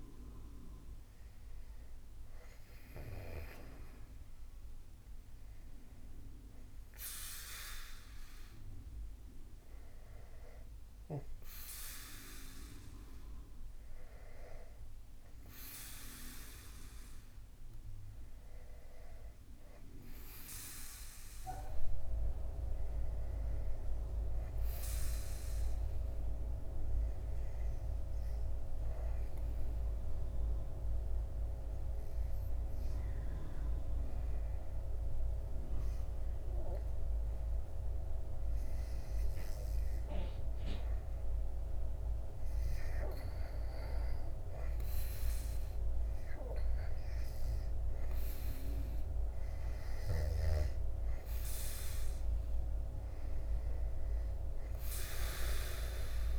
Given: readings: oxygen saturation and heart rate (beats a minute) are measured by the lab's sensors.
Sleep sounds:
breathing in sleep by a room microphone; 1
28.50-44.50 s: obstructive apnea (oxygen 98% before, 92% lowest, heart rate 73 before, 71 extreme, up 12 after)
40.00-56.38 s: oxygen desaturation (device-marked, oxygen 98% before, 93% lowest, heart rate 72 before, 73 extreme)
47.00-51.00 s: arousal
From the record:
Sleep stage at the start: REM sleep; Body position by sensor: on the back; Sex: male

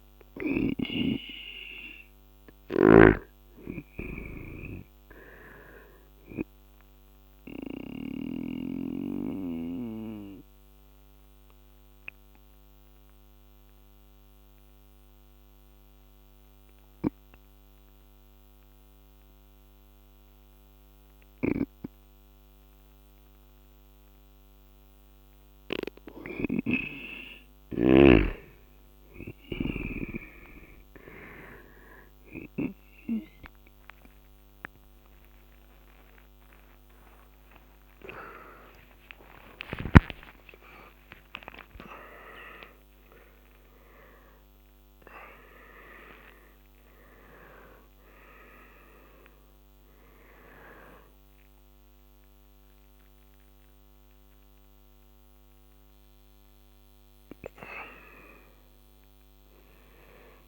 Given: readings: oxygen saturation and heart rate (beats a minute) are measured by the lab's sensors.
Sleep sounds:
breathing in sleep by a microphone on the trachea; 1
0.00-21.50 s: oxygen desaturation (device-marked, oxygen 86% lowest, heart rate 71 extreme)
2.50-8.00 s: snoring (device-marked)
6.50-25.50 s: obstructive apnea (oxygen 98% before, 86% lowest, heart rate 79 before, 71 extreme, up 9 after)
21.00-29.50 s: snoring (device-marked)
34.00-39.00 s: arousal
40.00-42.00 s: long interval between heartbeats (device-marked, heart rate 79 before, 123 extreme)
45.00-47.00 s: long interval between heartbeats (device-marked, heart rate 93 before, 107 extreme)
53.00-57.00 s: arousal
From the record:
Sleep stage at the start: N2 (light sleep); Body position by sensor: on the right side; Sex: male

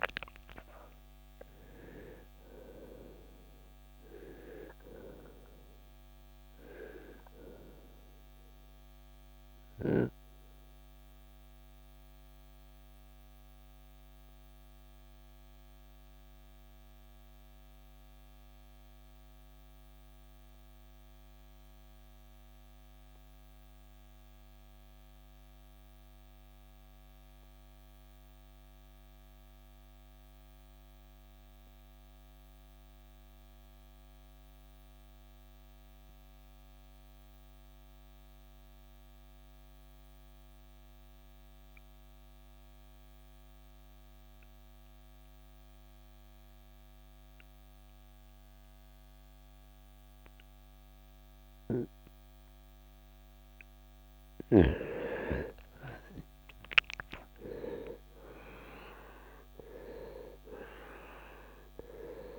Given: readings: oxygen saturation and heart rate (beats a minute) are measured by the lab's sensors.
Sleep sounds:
breathing in sleep by a microphone on the trachea; 1
0.00-26.50 s: oxygen desaturation (device-marked, oxygen 81% lowest, heart rate 57 extreme)
9.00-54.00 s: mixed apnea (oxygen 95% before, 79% lowest, heart rate 78 before, 57 extreme, up 20 after)
45.50-62.39 s: oxygen desaturation (device-marked, oxygen 98% before, 79% lowest, heart rate 67 before, 54 extreme)
55.50-60.50 s: arousal
From the record:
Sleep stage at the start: N2 (light sleep); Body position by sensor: on the right side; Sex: male

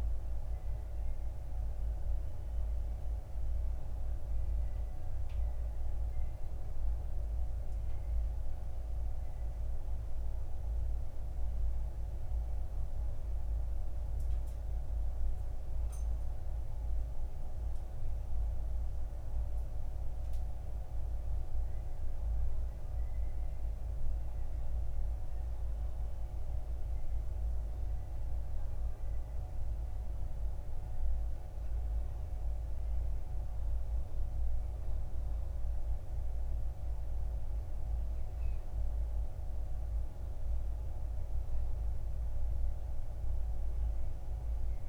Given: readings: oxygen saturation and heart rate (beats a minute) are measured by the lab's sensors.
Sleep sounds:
breathing in sleep, hard to hear, by a room microphone; none
none scored
From the record:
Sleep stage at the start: N2 (light sleep); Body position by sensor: on the back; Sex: male

